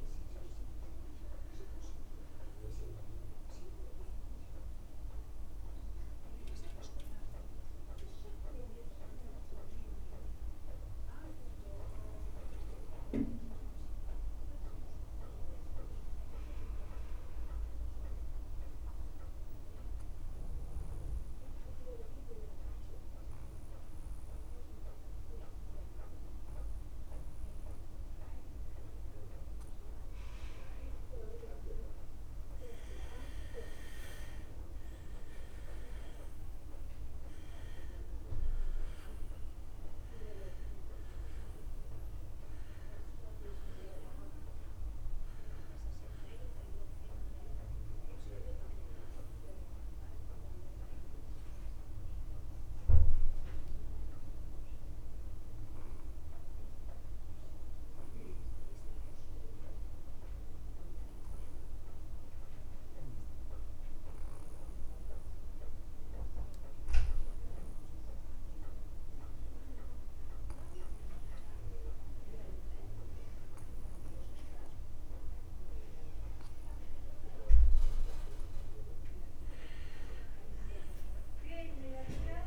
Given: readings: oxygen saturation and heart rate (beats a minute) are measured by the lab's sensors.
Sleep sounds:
breathing in sleep by a room microphone; 2
0.00-20.50 s: oxygen desaturation (device-marked, oxygen 89% lowest)
9.00-32.50 s: obstructive apnea (oxygen 96% before, 87% lowest)
32.50-64.50 s: oxygen desaturation (device-marked, oxygen 98% before, 87% lowest)
35.50-39.00 s: arousal
53.50-77.50 s: obstructive apnea (oxygen 98% before, 86% lowest)
80.00-82.47 s: arousal
From the record:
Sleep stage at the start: N2 (light sleep); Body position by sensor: on the back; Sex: male

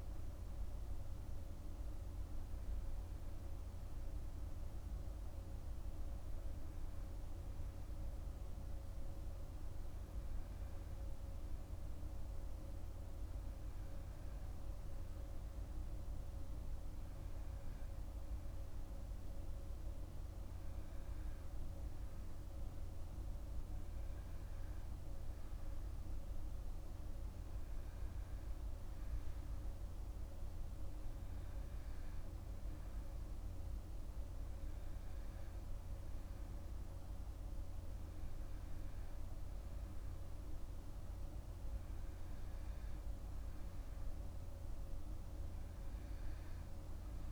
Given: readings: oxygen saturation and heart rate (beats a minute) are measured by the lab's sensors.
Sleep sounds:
breathing in sleep, hard to hear, by a room microphone; none
none scored
From the record:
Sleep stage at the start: N2 (light sleep); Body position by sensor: on the back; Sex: male

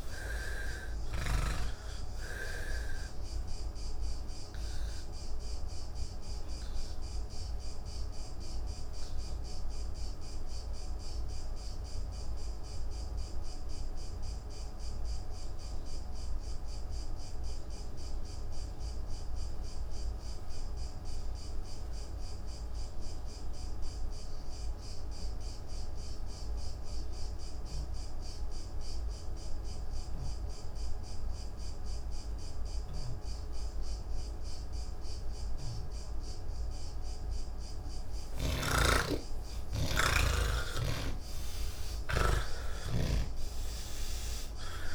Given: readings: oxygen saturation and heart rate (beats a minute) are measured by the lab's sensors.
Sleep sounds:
breathing in sleep by a room microphone; 1
0.00-20.00 s: oxygen desaturation (device-marked, oxygen 79% lowest, heart rate 79 extreme)
2.50-36.50 s: obstructive apnea (oxygen 98% before, 79% lowest, heart rate 111 before, 63 extreme, up 24 after)
23.00-44.95 s: new sleep stage, N3 (deep sleep)
32.00-44.95 s: oxygen desaturation (device-marked, oxygen 98% before, 79% lowest)
From the record:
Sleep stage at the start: N1 (lightest sleep); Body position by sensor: on the back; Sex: male

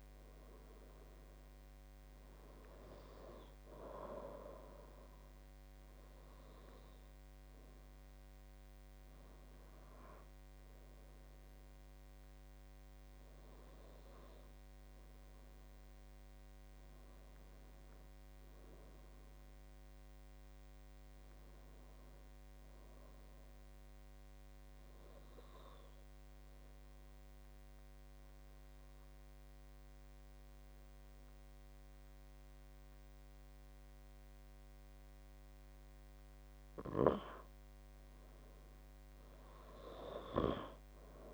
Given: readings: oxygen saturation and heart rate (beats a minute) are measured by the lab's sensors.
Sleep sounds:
breathing in sleep by a microphone on the trachea; 1
1.50-23.50 s: oxygen desaturation (device-marked, oxygen 97% before, 92% lowest, heart rate 70 before, 66 extreme)
23.50-37.00 s: obstructive apnea (oxygen 97% before, 91% lowest, heart rate 68 before, 67 extreme, up 9 after)
From the record:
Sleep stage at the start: N2 (light sleep); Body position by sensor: on the left side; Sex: male

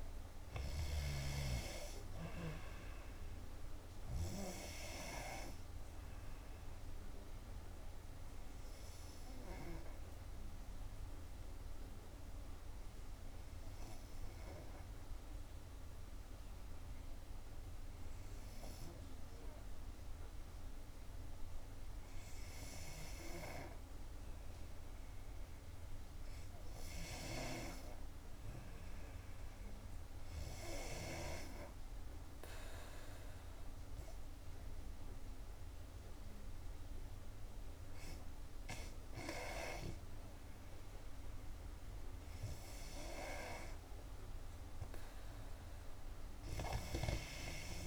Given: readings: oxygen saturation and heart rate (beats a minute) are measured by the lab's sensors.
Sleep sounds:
breathing in sleep by a room microphone; 1
4.00-22.00 s: oxygen desaturation (device-marked, oxygen 95% before, 88% lowest, heart rate 64 before, 58 extreme)
9.50-22.50 s: obstructive apnea (oxygen 95% before, 88% lowest, heart rate 65 before, 58 extreme, up 4 after)
24.00-27.50 s: arousal
From the record:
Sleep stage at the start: N2 (light sleep); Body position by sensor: on the back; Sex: female

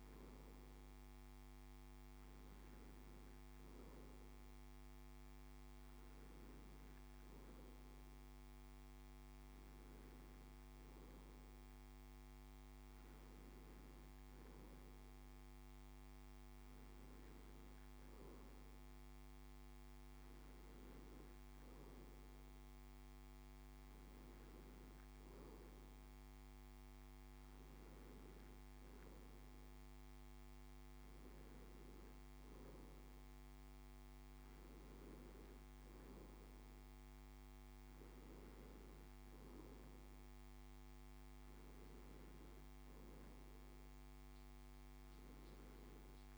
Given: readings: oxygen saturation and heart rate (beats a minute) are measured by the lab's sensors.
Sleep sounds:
breathing in sleep, hard to hear, by a microphone on the trachea; none
none scored
From the record:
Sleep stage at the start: N2 (light sleep); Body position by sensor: on the back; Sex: male

